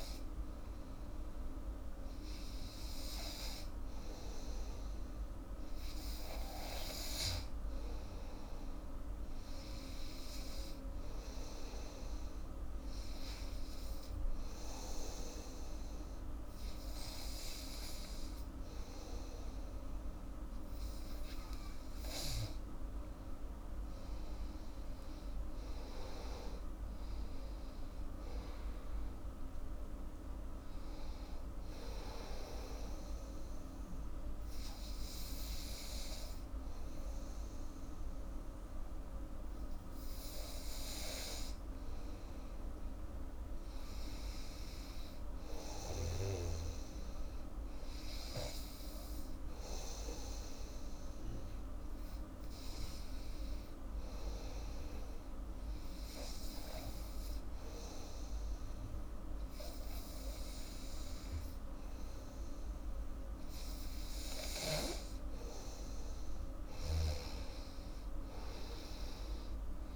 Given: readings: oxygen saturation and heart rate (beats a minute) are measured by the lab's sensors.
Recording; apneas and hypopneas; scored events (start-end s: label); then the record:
breathing in sleep, hard to hear, by a room microphone; 2
27.00-30.50 s: arousal
32.50-42.50 s: hypopnea (oxygen 97% before, 94% lowest, heart rate 87 before, 79 extreme, up 3 after)
44.50-48.00 s: arousal
52.50-64.00 s: hypopnea (oxygen 98% before, 91% lowest, heart rate 84 before, 79 extreme, up 11 after)
66.50-69.96 s: snoring (device-marked)
From the record:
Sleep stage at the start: N2 (light sleep); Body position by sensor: on the back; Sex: female